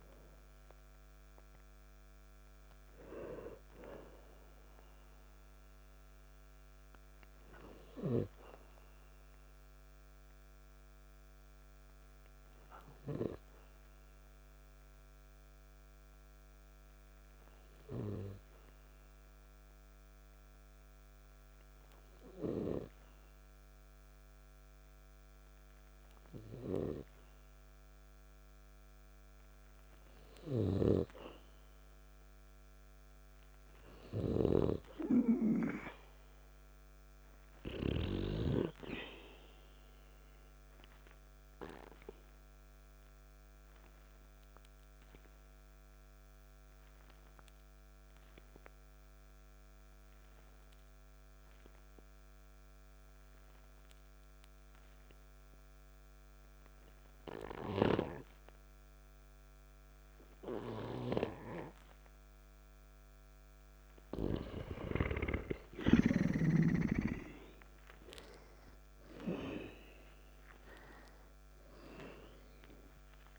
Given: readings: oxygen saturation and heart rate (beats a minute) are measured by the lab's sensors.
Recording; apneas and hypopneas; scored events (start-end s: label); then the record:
breathing in sleep by a microphone on the trachea; 1
0.00-2.50 s: oxygen desaturation (device-marked, oxygen 88% lowest, heart rate 53 extreme)
21.50-31.50 s: oxygen desaturation (device-marked, oxygen 96% before, 91% lowest, heart rate 56 before, 51 extreme)
35.50-39.50 s: arousal
42.50-50.50 s: oxygen desaturation (device-marked, oxygen 98% before, 95% lowest, heart rate 52 before, 47 extreme)
42.50-62.00 s: obstructive apnea (oxygen 98% before, 92% lowest, heart rate 52 before, 47 extreme, up 0 after)
65.00-68.00 s: arousal
From the record:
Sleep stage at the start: N2 (light sleep); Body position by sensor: on the back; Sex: male